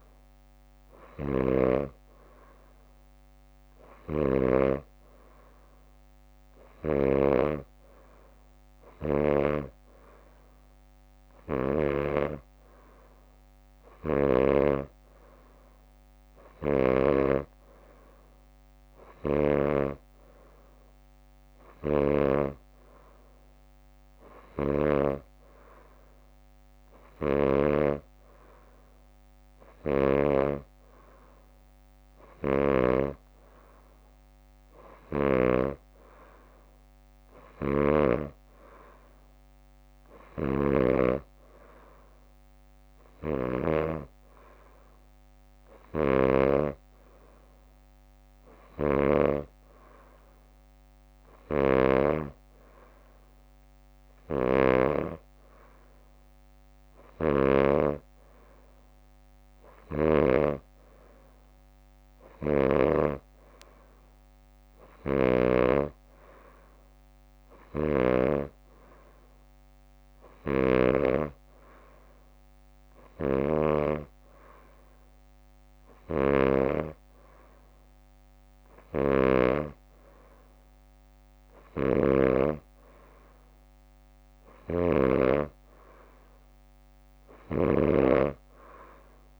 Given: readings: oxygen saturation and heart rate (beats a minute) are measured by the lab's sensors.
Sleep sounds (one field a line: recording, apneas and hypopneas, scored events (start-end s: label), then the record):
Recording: breathing in sleep by a microphone on the trachea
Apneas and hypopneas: none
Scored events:
1.00-7.50 s: snoring (device-marked)
14.00-17.50 s: snoring (device-marked)
27.00-30.50 s: snoring (device-marked)
37.50-44.00 s: snoring (device-marked)
40.00-42.00 s: leg movement (device-marked)
48.50-55.00 s: snoring (device-marked)
57.00-60.50 s: snoring (device-marked)
65.00-71.00 s: snoring (device-marked)
75.50-77.50 s: leg movement (device-marked)
79.00-82.50 s: snoring (device-marked)
84.50-88.00 s: snoring (device-marked)
From the record:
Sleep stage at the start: N2 (light sleep)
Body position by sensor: on the back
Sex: female